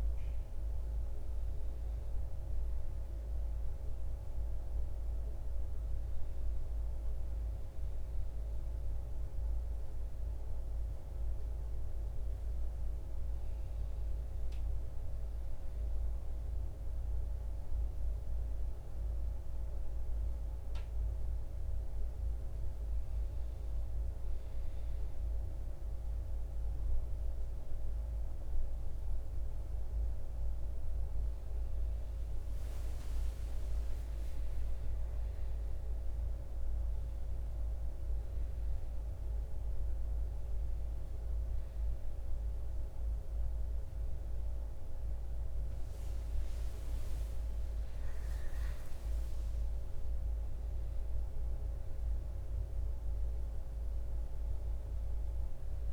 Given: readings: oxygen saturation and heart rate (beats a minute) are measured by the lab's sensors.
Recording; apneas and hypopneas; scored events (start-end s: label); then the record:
breathing in sleep, hard to hear, by a room microphone; none
0.00-11.50 s: oxygen desaturation (device-marked, oxygen 91% lowest, heart rate 55 extreme)
31.50-55.93 s: new sleep stage, N1 (lightest sleep)
47.00-52.50 s: arousal
From the record:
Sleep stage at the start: N2 (light sleep); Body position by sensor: on the back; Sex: male